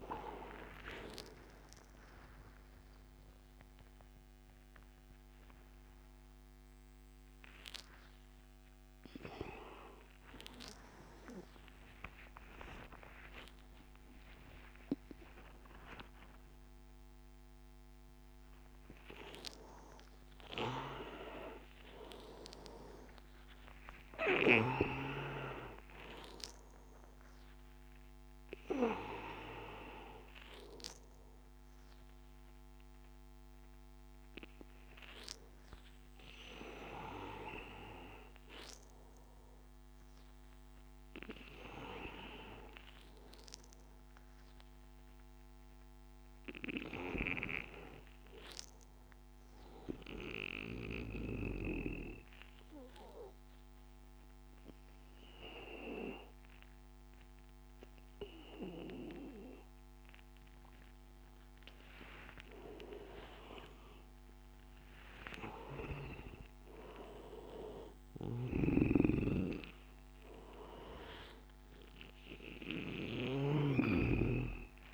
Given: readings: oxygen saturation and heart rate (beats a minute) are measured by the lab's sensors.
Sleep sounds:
a person partly awake in a sleep study, by a microphone on the trachea; 1
0.00-2.00 s: long interval between heartbeats (device-marked, heart rate 88 before, 99 extreme)
0.00-16.50 s: oxygen desaturation (device-marked, oxygen 86% lowest, heart rate 90 extreme)
2.50-32.50 s: new sleep stage, awake
11.50-13.50 s: long interval between heartbeats (device-marked, heart rate 96 before, 113 extreme)
13.50-15.50 s: long interval between heartbeats (device-marked, heart rate 98 before, 130 extreme)
23.50-25.50 s: long interval between heartbeats (device-marked, heart rate 109 before, 119 extreme)
32.50-74.94 s: new sleep stage, N2 (light sleep)
50.00-62.00 s: obstructive apnea (oxygen 100% before, 88% lowest, heart rate 104 before, 83 extreme, up 7 after)
61.50-74.94 s: oxygen desaturation (device-marked, oxygen 98% before, 93% lowest, heart rate 92 before, 85 extreme)
62.50-67.00 s: arousal
68.00-73.50 s: snoring (device-marked)
From the record:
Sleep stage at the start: N2 (light sleep); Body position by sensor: on the back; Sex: male

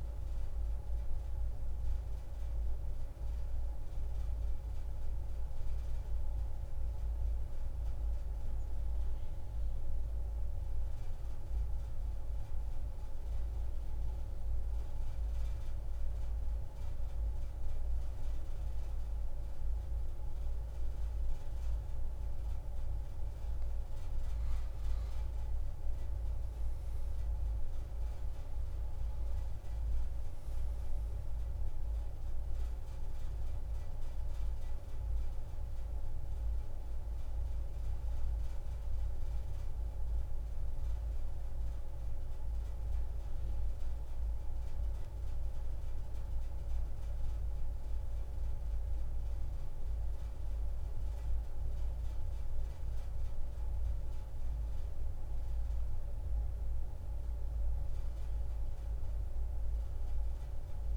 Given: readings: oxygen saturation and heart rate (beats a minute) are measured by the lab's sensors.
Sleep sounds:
breathing in sleep, hard to hear, by a room microphone; 1
0.00-2.50 s: oxygen desaturation (device-marked, oxygen 88% lowest)
7.00-22.50 s: hypopnea (oxygen 97% before, 88% lowest, heart rate 35 before, 43 extreme, up 14 after)
22.50-44.50 s: oxygen desaturation (device-marked, oxygen 97% before, 88% lowest)
25.00-28.50 s: arousal
49.50-55.50 s: tachycardia (device-marked)
From the record:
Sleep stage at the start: N2 (light sleep); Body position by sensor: on the back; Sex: female

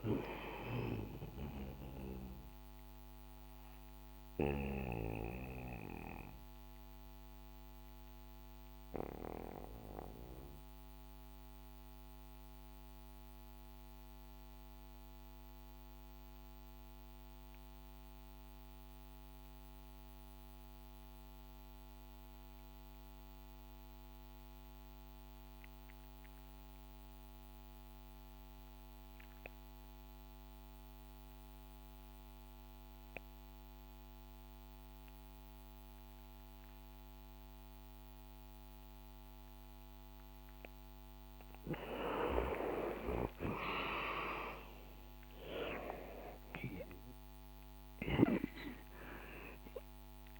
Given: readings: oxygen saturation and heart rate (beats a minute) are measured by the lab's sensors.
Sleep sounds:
breathing in sleep by a microphone on the trachea; 1
0.00-20.00 s: oxygen desaturation (device-marked, oxygen 92% lowest, heart rate 58 extreme)
3.50-40.50 s: obstructive apnea (oxygen 99% before, 84% lowest, heart rate 70 before, 56 extreme, up 17 after)
31.00-50.40 s: oxygen desaturation (device-marked, oxygen 97% before, 84% lowest, heart rate 62 before, 56 extreme)
41.50-46.00 s: arousal
From the record:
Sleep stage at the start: REM sleep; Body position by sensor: on the back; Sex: male

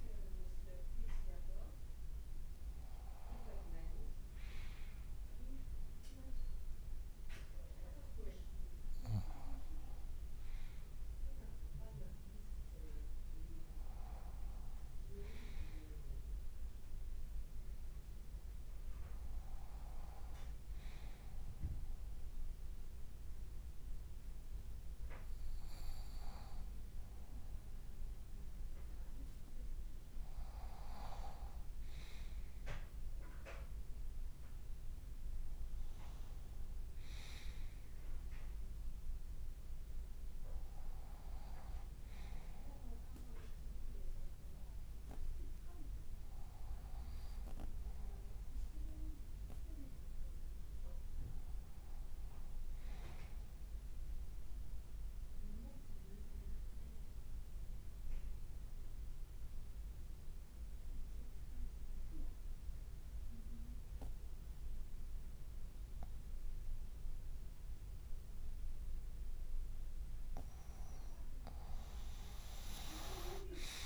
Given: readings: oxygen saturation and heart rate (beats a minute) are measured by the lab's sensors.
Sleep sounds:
breathing in sleep by a room microphone; 1
44.00-44.50 s: leg movement (device-marked)
47.50-51.50 s: arousal
54.00-69.00 s: obstructive apnea (oxygen 94% before, 90% lowest, heart rate 57 before, 55 extreme, up 1 after)
71.00-73.86 s: arousal
From the record:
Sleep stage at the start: N2 (light sleep); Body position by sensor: on the right side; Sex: male

